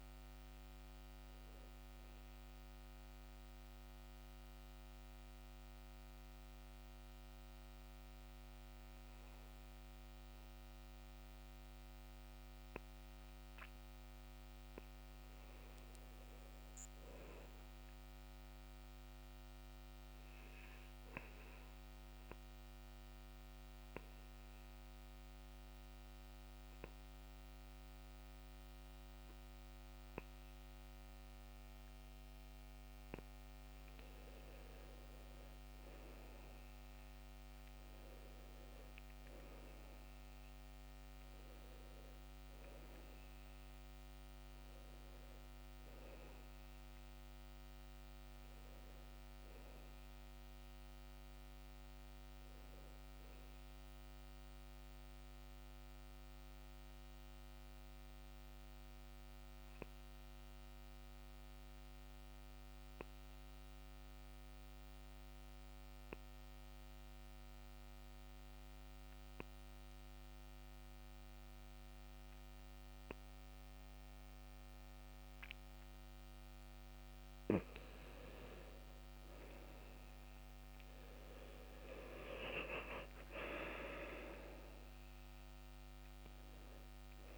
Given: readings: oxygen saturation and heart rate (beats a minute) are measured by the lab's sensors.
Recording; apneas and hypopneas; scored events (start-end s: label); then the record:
breathing in sleep by a microphone on the trachea; 3
0.00-19.00 s: oxygen desaturation (device-marked, oxygen 88% lowest, heart rate 61 extreme)
3.00-14.00 s: obstructive apnea (oxygen 97% before, 88% lowest, heart rate 70 before, 61 extreme, up 4 after)
16.00-18.50 s: arousal
21.00-33.50 s: obstructive apnea (oxygen 97% before, 90% lowest, heart rate 63 before, 62 extreme, up 12 after)
34.50-38.00 s: arousal
36.00-44.00 s: oxygen desaturation (device-marked, oxygen 97% before, 93% lowest, heart rate 64 before, 61 extreme)
55.00-70.00 s: oxygen desaturation (device-marked, oxygen 95% before, 90% lowest, heart rate 70 before, 61 extreme)
55.50-76.00 s: obstructive apnea (oxygen 97% before, 86% lowest, heart rate 70 before, 61 extreme, up 9 after)
79.00-87.37 s: new sleep stage, N1 (lightest sleep)
79.00-87.37 s: oxygen desaturation (device-marked, oxygen 96% before, 91% lowest, heart rate 62 before, 62 extreme)
79.50-84.50 s: arousal
From the record:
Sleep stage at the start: N2 (light sleep); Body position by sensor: on the back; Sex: male